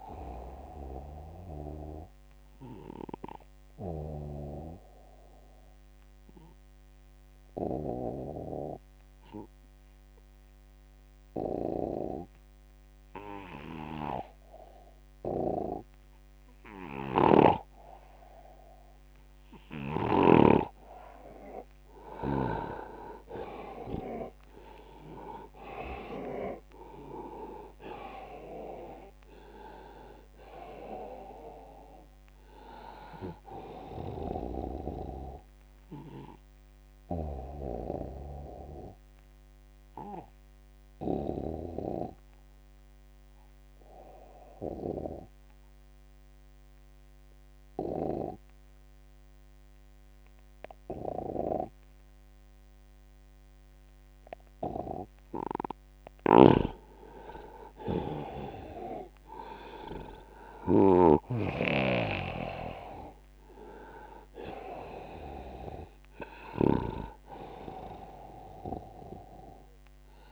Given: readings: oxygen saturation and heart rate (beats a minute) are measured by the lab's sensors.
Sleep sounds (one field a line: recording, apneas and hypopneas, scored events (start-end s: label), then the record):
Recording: breathing in sleep by a microphone on the trachea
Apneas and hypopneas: 2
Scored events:
0.00-10.50 s: oxygen desaturation (device-marked, oxygen 89% lowest, heart rate 75 extreme)
2.00-21.50 s: obstructive apnea (oxygen 98% before, 87% lowest, heart rate 79 before, 74 extreme, up 14 after)
17.00-20.50 s: snoring (device-marked)
23.50-45.50 s: oxygen desaturation (device-marked, oxygen 99% before, 87% lowest, heart rate 79 before, 63 extreme)
26.00-30.00 s: arousal
36.00-54.50 s: obstructive apnea (oxygen 99% before, 83% lowest, heart rate 83 before, 63 extreme)
56.00-66.50 s: snoring (device-marked)
57.00-61.00 s: arousal
57.50-70.32 s: oxygen desaturation (device-marked, oxygen 99% before, 87% lowest, heart rate 79 before, 69 extreme)
From the record:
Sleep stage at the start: N2 (light sleep)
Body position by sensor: on the back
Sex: male